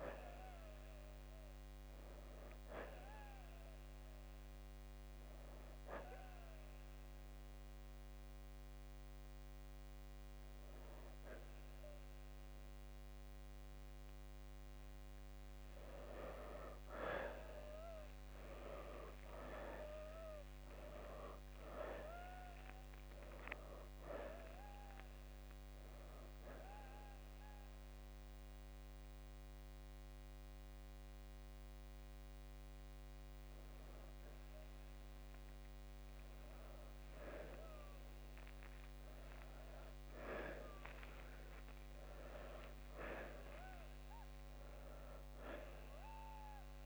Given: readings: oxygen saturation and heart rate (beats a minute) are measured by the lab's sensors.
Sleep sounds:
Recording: breathing in sleep by a microphone on the trachea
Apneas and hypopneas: 1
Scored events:
1.00-13.50 s: hypopnea (oxygen 92% before, 81% lowest, heart rate 79 before, 61 extreme, up 7 after)
4.50-20.50 s: oxygen desaturation (device-marked, oxygen 92% before, 81% lowest, heart rate 80 before, 57 extreme)
19.00-22.50 s: arousal
31.50-42.50 s: oxygen desaturation (device-marked, oxygen 95% before, 88% lowest, heart rate 66 before, 57 extreme)
42.50-45.50 s: arousal
From the record:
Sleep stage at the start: N2 (light sleep)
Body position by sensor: on the left side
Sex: male

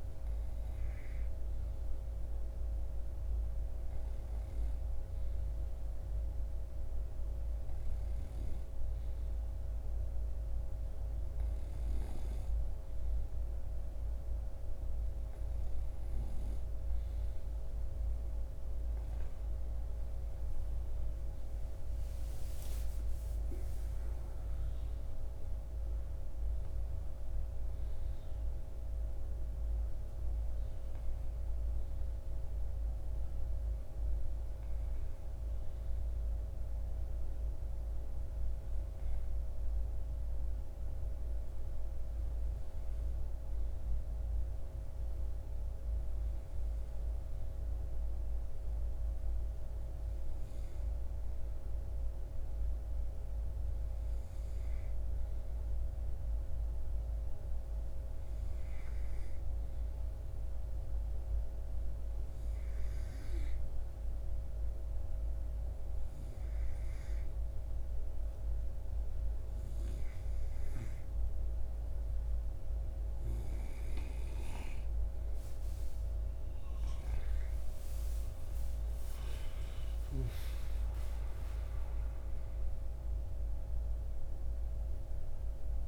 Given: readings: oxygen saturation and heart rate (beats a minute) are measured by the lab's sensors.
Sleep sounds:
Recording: breathing in sleep, hard to hear, by a room microphone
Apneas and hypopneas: none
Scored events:
none scored
From the record:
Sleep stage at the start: N2 (light sleep)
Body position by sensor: on the right side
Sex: male

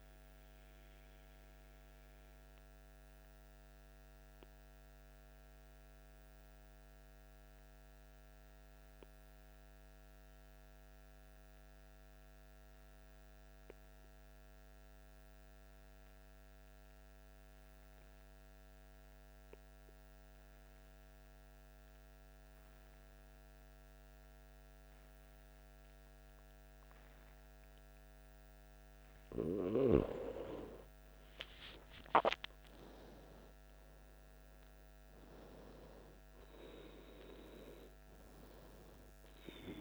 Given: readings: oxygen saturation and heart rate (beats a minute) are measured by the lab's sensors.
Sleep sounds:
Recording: breathing in sleep by a microphone on the trachea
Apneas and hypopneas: 1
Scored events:
0.00-17.50 s: oxygen desaturation (device-marked, oxygen 95% lowest, heart rate 54 extreme)
1.50-30.00 s: obstructive apnea (oxygen 99% before, 95% lowest, heart rate 58 before, 55 extreme, up 12 after)
31.50-35.50 s: arousal
31.50-39.81 s: oxygen desaturation (device-marked, oxygen 100% before, 95% lowest, heart rate 57 before, 55 extreme)
34.50-39.81 s: new sleep stage, N1 (lightest sleep)
From the record:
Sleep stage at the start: N2 (light sleep)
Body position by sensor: on the back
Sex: male

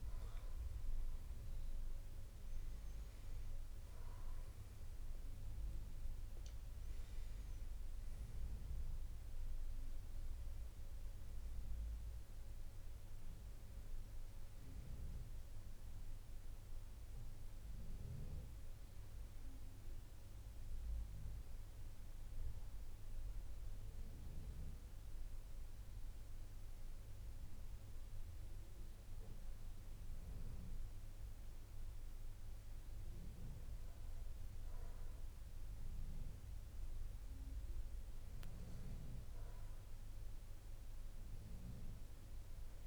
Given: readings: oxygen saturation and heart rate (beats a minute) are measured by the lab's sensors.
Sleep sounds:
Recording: breathing in sleep, hard to hear, by a room microphone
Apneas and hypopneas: none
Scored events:
none scored
From the record:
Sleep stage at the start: N2 (light sleep)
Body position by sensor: on the back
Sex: male

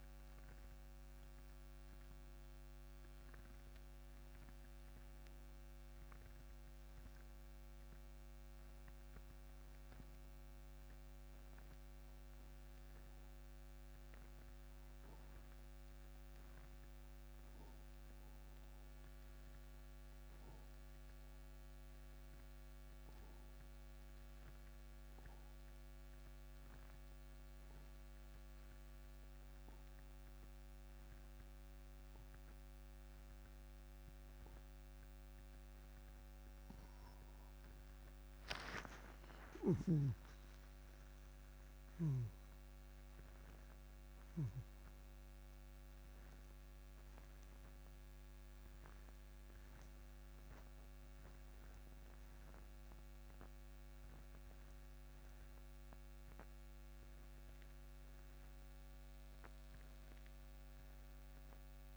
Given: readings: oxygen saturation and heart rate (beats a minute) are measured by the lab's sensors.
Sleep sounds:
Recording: breathing in sleep, hard to hear, by a microphone on the trachea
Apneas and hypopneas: 1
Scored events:
0.00-26.00 s: oxygen desaturation (device-marked, oxygen 82% lowest, heart rate 66 extreme)
17.50-37.00 s: obstructive apnea (oxygen 94% before, 82% lowest)
39.50-44.00 s: arousal
40.00-45.00 s: snoring (device-marked)
43.00-61.97 s: oxygen desaturation (device-marked, oxygen 98% before, 87% lowest)
From the record:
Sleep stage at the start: N2 (light sleep)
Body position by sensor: on the right side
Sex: male

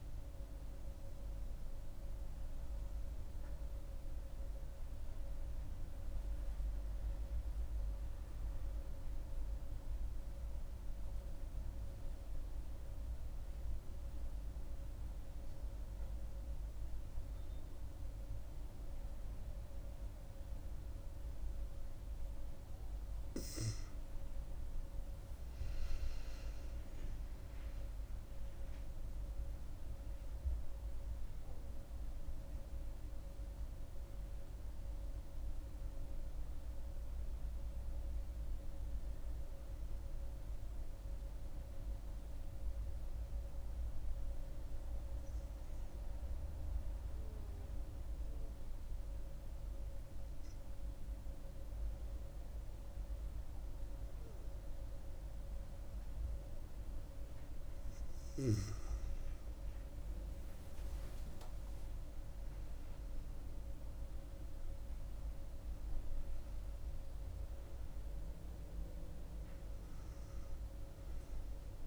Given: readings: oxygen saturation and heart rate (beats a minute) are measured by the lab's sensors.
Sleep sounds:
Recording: breathing in sleep, hard to hear, by a room microphone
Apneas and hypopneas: 2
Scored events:
0.00-4.00 s: oxygen desaturation (device-marked, oxygen 89% lowest, heart rate 67 extreme)
5.00-22.50 s: mixed apnea (oxygen 97% before, 89% lowest, heart rate 113 before, 67 extreme, up 10 after)
24.00-41.00 s: oxygen desaturation (device-marked, oxygen 97% before, 89% lowest, heart rate 73 before, 68 extreme)
25.00-28.50 s: arousal
40.50-57.50 s: hypopnea (oxygen 97% before, 90% lowest, heart rate 75 before, 68 extreme, up 12 after)
59.00-71.87 s: oxygen desaturation (device-marked, oxygen 97% before, 91% lowest, heart rate 71 before, 67 extreme)
61.50-64.00 s: arousal
From the record:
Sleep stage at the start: N2 (light sleep)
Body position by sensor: on the back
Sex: female

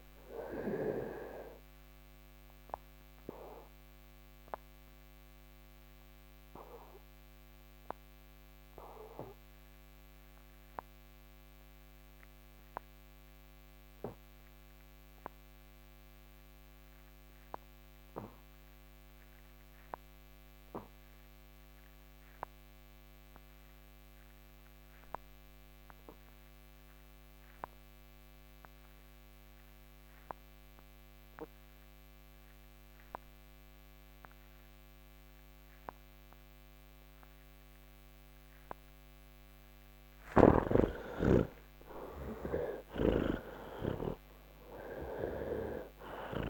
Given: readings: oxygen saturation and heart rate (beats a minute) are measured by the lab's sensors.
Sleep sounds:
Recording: breathing in sleep by a microphone on the trachea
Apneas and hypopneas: 1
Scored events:
0.00-20.00 s: oxygen desaturation (device-marked, oxygen 66% lowest, heart rate 86 extreme)
1.50-38.50 s: mixed apnea (oxygen 94% before, 66% lowest, heart rate 155 before, 73 extreme, up 60 after)
22.00-46.50 s: oxygen desaturation (device-marked, oxygen 97% before, 68% lowest, heart rate 138 before, 40 extreme)
42.50-46.50 s: snoring (device-marked)
From the record:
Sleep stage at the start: N3 (deep sleep)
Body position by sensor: on the back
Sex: male

